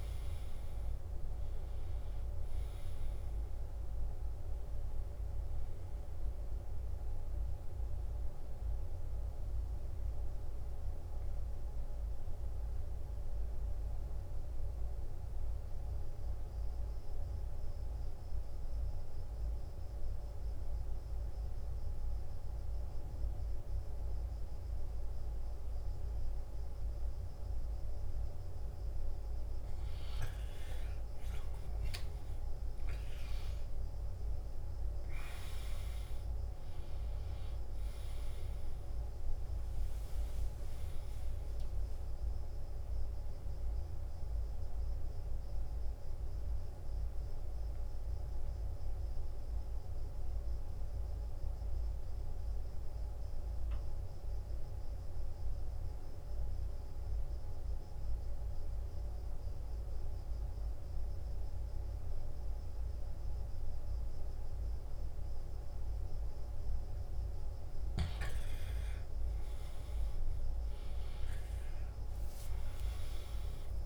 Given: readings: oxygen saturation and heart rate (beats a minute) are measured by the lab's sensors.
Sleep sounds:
breathing in sleep, hard to hear, by a room microphone; 2
0.00-18.50 s: oxygen desaturation (device-marked, oxygen 88% lowest, heart rate 54 extreme)
8.00-29.00 s: obstructive apnea (oxygen 96% before, 88% lowest, heart rate 67 before, 54 extreme, up 17 after)
31.00-35.00 s: arousal
31.50-56.50 s: oxygen desaturation (device-marked, oxygen 97% before, 90% lowest, heart rate 56 before, 57 extreme)
45.50-66.50 s: obstructive apnea (oxygen 98% before, 89% lowest, heart rate 66 before, 57 extreme, up 11 after)
69.50-73.86 s: oxygen desaturation (device-marked, oxygen 97% before, 90% lowest, heart rate 57 before, 55 extreme)
72.50-73.86 s: new sleep stage, N1 (lightest sleep)
From the record:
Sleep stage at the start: N2 (light sleep); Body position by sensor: on the back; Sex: male

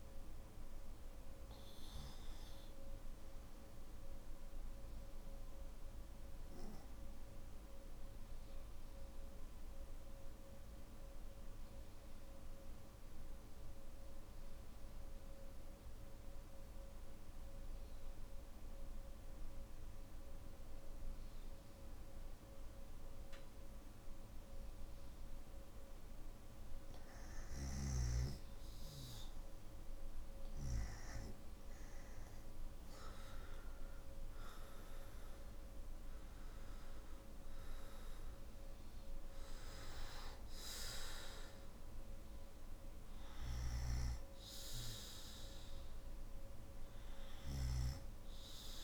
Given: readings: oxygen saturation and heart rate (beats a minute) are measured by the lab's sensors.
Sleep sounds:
breathing in sleep by a room microphone; 1
5.50-25.00 s: mixed apnea (oxygen 96% before, 94% lowest, heart rate 51 before, 47 extreme, up 2 after)
From the record:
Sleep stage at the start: N1 (lightest sleep); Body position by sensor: on the back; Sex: male

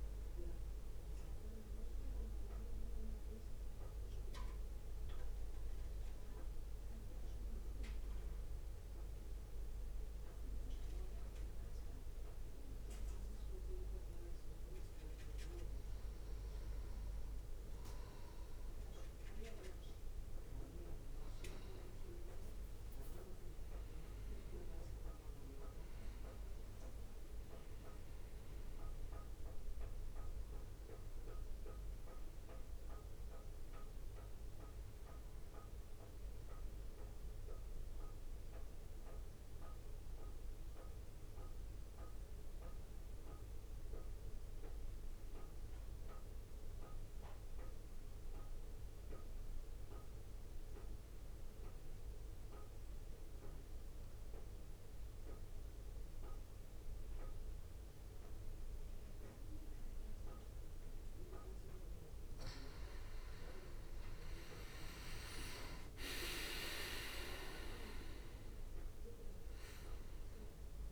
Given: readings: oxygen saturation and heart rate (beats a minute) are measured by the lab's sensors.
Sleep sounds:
breathing in sleep by a room microphone; 2
0.00-8.00 s: oxygen desaturation (device-marked, oxygen 91% lowest, heart rate 58 extreme)
2.00-17.50 s: mixed apnea (oxygen 96% before, 91% lowest, heart rate 60 before, 55 extreme, up 0 after)
21.50-26.00 s: arousal
25.00-38.00 s: drop in pulse transit time (device-marked, heart rate 60 before, 55 extreme)
26.00-46.00 s: oxygen desaturation (device-marked, oxygen 97% before, 93% lowest, heart rate 60 before, 55 extreme)
40.50-59.50 s: mixed apnea (oxygen 97% before, 91% lowest, heart rate 59 before, 56 extreme, up 3 after)
63.50-68.00 s: arousal
66.00-70.92 s: oxygen desaturation (device-marked, oxygen 96% before, 91% lowest, heart rate 62 before, 56 extreme)
68.00-70.92 s: drop in pulse transit time (device-marked, heart rate 62 before, 56 extreme)
From the record:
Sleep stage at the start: N2 (light sleep); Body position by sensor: on the back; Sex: male

